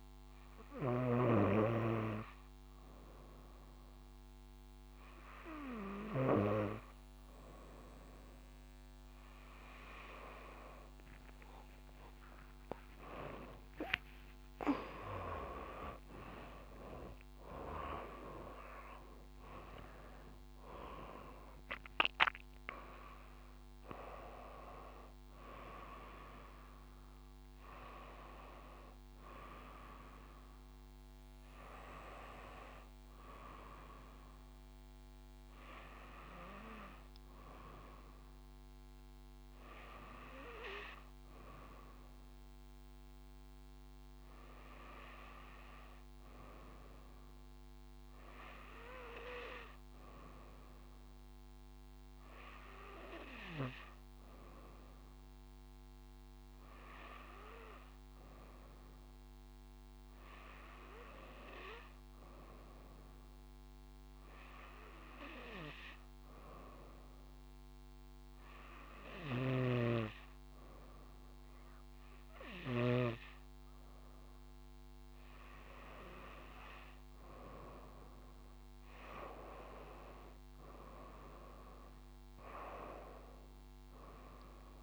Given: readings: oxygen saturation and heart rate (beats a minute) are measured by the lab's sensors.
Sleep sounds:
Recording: breathing in sleep by a microphone on the trachea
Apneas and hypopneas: none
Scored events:
0.00-1.50 s: snoring (device-marked)
10.50-16.00 s: arousal
69.50-73.00 s: snoring (device-marked)
From the record:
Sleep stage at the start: N2 (light sleep)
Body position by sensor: on the front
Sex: female

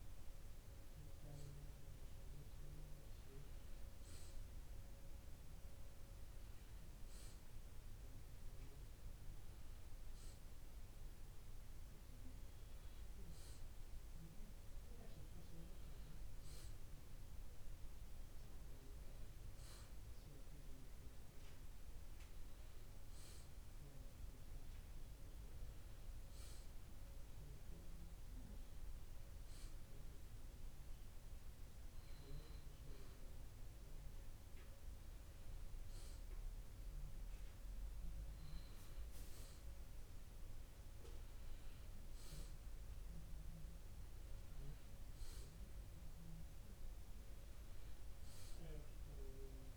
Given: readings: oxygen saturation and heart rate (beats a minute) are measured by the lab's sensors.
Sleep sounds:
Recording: breathing in sleep, hard to hear, by a room microphone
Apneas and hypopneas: none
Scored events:
none scored
From the record:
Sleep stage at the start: N2 (light sleep)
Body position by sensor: on the back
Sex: male

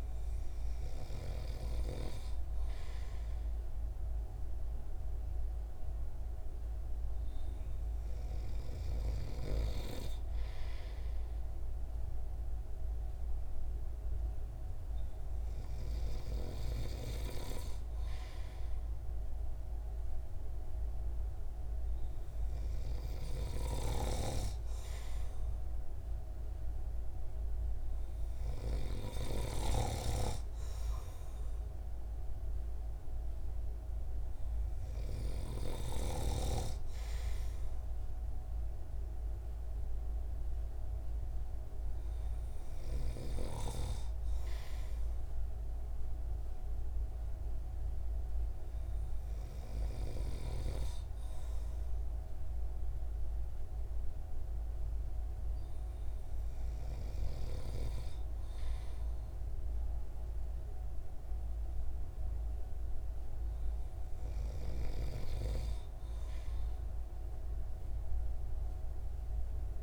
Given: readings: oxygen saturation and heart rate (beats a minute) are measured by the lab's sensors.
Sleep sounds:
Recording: breathing in sleep by a room microphone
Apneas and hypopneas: none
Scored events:
none scored
From the record:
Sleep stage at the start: N2 (light sleep)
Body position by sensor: on the right side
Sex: male

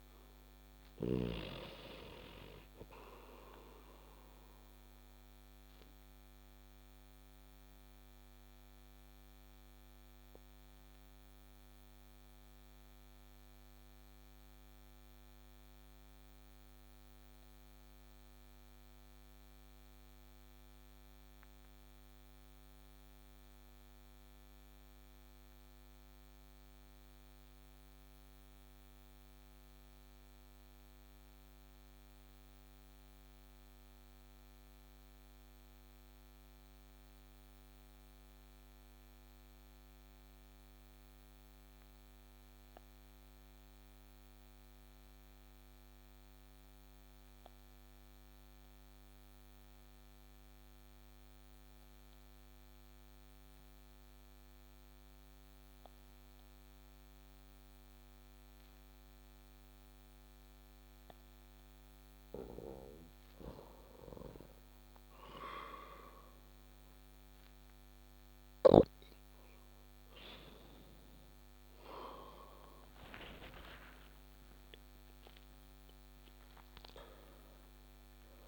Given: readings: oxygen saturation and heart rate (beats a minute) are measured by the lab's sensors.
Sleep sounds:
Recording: breathing in sleep by a microphone on the trachea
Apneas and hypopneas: 1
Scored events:
0.00-24.50 s: oxygen desaturation (device-marked, oxygen 88% lowest)
3.50-61.00 s: obstructive apnea (oxygen 96% before, 88% lowest)
64.50-78.48 s: oxygen desaturation (device-marked, oxygen 96% before, 90% lowest)
68.00-74.00 s: arousal
From the record:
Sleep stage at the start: N2 (light sleep)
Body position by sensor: on the back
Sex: male

